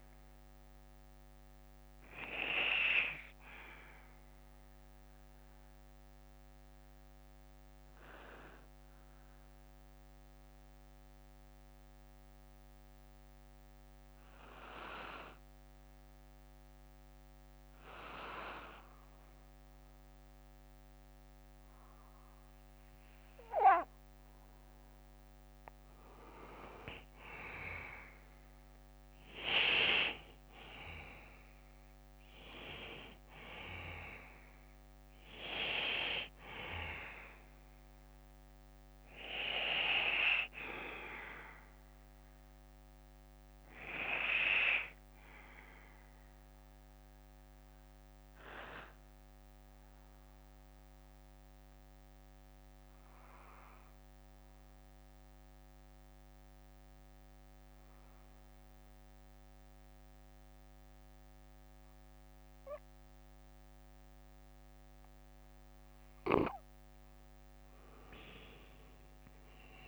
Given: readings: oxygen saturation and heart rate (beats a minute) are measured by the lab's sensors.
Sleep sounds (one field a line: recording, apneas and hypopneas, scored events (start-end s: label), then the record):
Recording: breathing in sleep by a microphone on the trachea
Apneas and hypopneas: 2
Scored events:
0.00-14.50 s: bradycardia (device-marked, heart rate 46 extreme)
5.00-24.50 s: mixed apnea (oxygen 97% before, 89% lowest, heart rate 62 before, 48 extreme, up 12 after)
11.50-25.50 s: oxygen desaturation (device-marked, oxygen 95% before, 89% lowest, heart rate 59 before, 52 extreme)
27.00-31.00 s: arousal
38.50-66.50 s: bradycardia (device-marked, heart rate 59 before, 52 extreme)
46.50-64.50 s: mixed apnea (oxygen 97% before, 90% lowest, heart rate 62 before, 55 extreme, up 9 after)
48.50-60.50 s: oxygen desaturation (device-marked, oxygen 94% before, 90% lowest, heart rate 61 before, 57 extreme)
68.00-69.88 s: arousal
From the record:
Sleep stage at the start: N2 (light sleep)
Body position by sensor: on the back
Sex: male